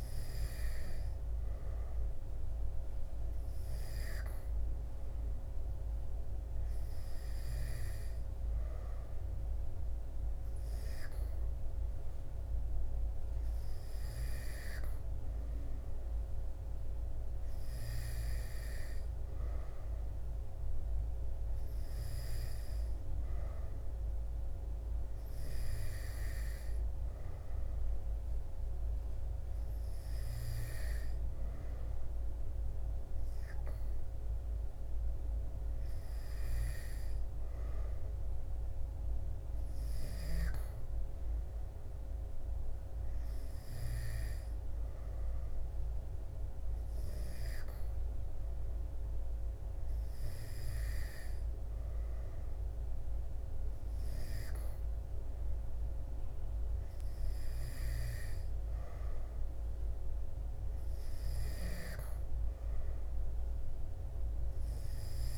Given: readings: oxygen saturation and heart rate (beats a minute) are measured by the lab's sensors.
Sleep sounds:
breathing in sleep, hard to hear, by a room microphone; none
none scored
From the record:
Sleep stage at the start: N2 (light sleep); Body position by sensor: on the back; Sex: male

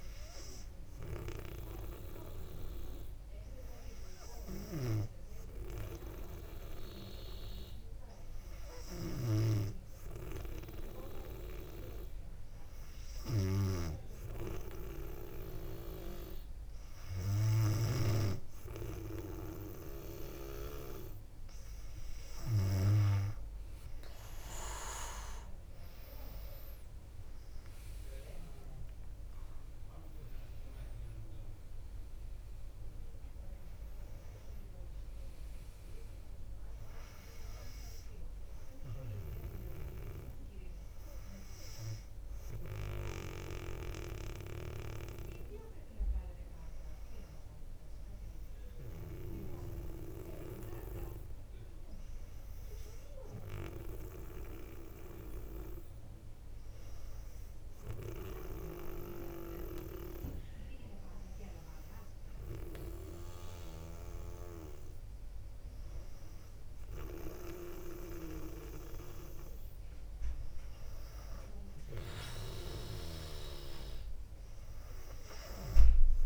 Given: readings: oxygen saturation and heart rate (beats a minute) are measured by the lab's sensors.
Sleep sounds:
breathing in sleep by a room microphone; none
28.00-32.50 s: arousal
From the record:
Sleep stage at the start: N2 (light sleep); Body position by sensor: on the back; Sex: female

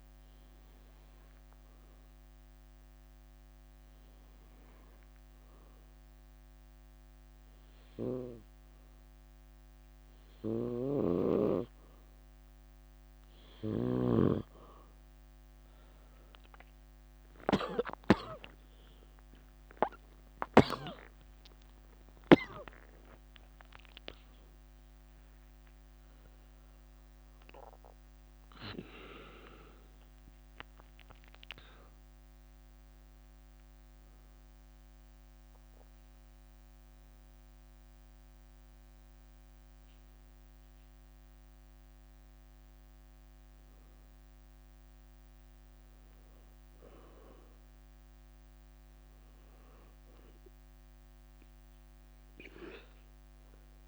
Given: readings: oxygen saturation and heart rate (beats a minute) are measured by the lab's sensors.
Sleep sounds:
a person awake in a sleep study, by a microphone on the trachea; none
7.50-13.50 s: leg movement (device-marked)
9.00-39.00 s: new sleep stage, awake
16.00-39.00 s: oxygen desaturation (device-marked, oxygen 94% before, 87% lowest, heart rate 69 before, 69 extreme)
18.00-19.50 s: leg movement (device-marked)
19.00-24.00 s: tachycardia (device-marked, heart rate 71 before, 109 extreme)
20.00-22.00 s: long interval between heartbeats (device-marked, heart rate 71 before, 98 extreme)
22.00-24.00 s: long interval between heartbeats (device-marked, heart rate 74 before, 107 extreme)
22.50-29.50 s: leg movement (device-marked)
39.00-53.88 s: new sleep stage, N1 (lightest sleep)
52.50-53.88 s: leg movement (device-marked)
From the record:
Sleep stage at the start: N2 (light sleep); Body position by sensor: on the back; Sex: female

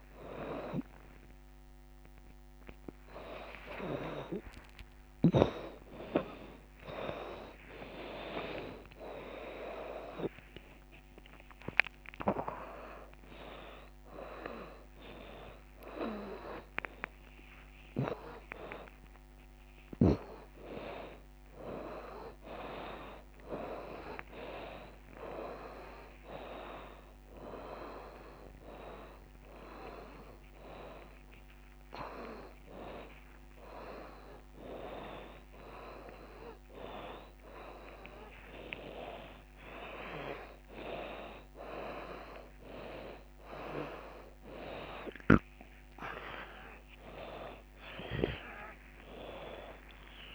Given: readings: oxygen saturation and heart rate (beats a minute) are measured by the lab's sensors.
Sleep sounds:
a person awake in a sleep study, by a microphone on the trachea; none
0.00-2.00 s: long interval between heartbeats (device-marked, heart rate 95 before, 83 extreme)
2.00-4.00 s: long interval between heartbeats (device-marked, heart rate 97 before, 124 extreme)
8.00-10.00 s: long interval between heartbeats (device-marked, heart rate 111 before, 126 extreme)
14.50-16.50 s: long interval between heartbeats (device-marked, heart rate 119 before, 139 extreme)
17.50-19.50 s: long interval between heartbeats (device-marked, heart rate 123 before, 135 extreme)
25.00-27.00 s: long interval between heartbeats (device-marked, heart rate 144 before, 137 extreme)
29.00-34.00 s: drop in pulse transit time (device-marked, heart rate 144 before, 90 extreme)
30.50-32.50 s: long interval between heartbeats (device-marked, heart rate 142 before, 90 extreme)
33.50-35.50 s: long interval between heartbeats (device-marked, heart rate 136 before, 135 extreme)
36.00-38.00 s: long interval between heartbeats (device-marked, heart rate 137 before, 157 extreme)
39.50-41.50 s: long interval between heartbeats (device-marked, heart rate 141 before, 150 extreme)
40.00-50.35 s: drop in pulse transit time (device-marked, heart rate 140 before, 93 extreme)
43.00-45.00 s: long interval between heartbeats (device-marked, heart rate 138 before, 99 extreme)
From the record:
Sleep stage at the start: awake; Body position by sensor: upright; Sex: female

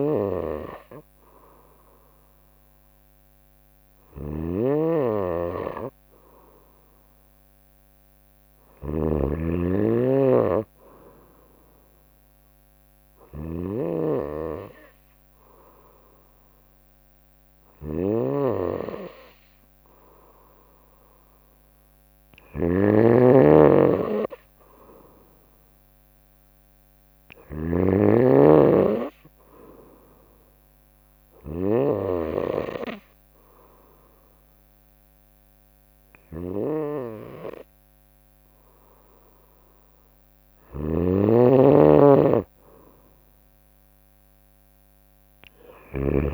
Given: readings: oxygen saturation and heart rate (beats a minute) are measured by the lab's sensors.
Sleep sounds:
breathing in sleep by a microphone on the trachea; 1
0.00-46.34 s: snoring (device-marked)
29.00-41.00 s: hypopnea (oxygen 95% before, 92% lowest, heart rate 64 before, 59 extreme, up 0 after)
43.00-46.34 s: arousal
From the record:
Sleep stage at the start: N2 (light sleep); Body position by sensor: on the right side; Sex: female

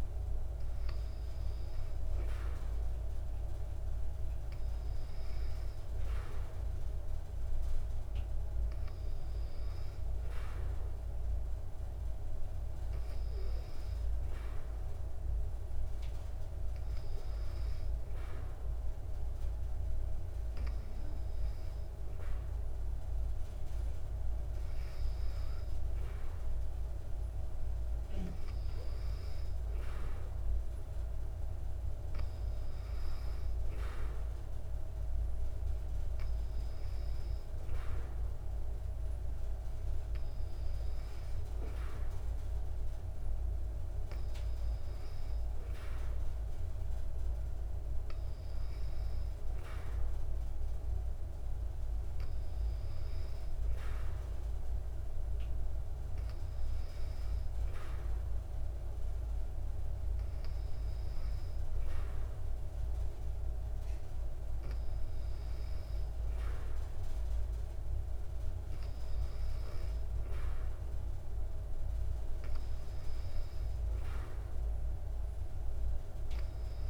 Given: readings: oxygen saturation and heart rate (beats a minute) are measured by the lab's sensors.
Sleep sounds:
breathing in sleep, hard to hear, by a room microphone; none
none scored
From the record:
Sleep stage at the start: N2 (light sleep); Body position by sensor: on the back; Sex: female

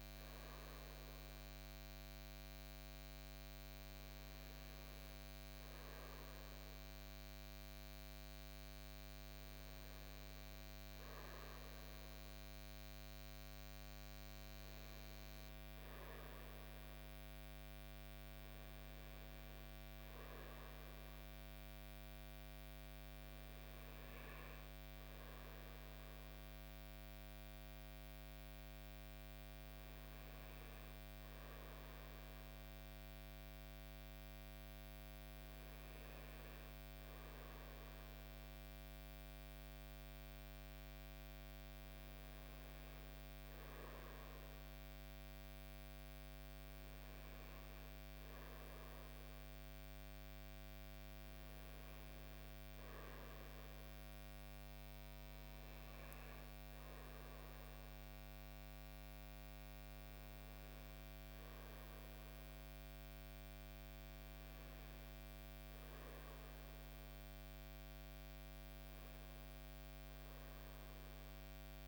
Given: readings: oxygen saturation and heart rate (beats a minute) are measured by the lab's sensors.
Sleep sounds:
breathing in sleep, hard to hear, by a microphone on the trachea; none
none scored
From the record:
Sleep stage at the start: REM sleep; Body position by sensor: on the front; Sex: male

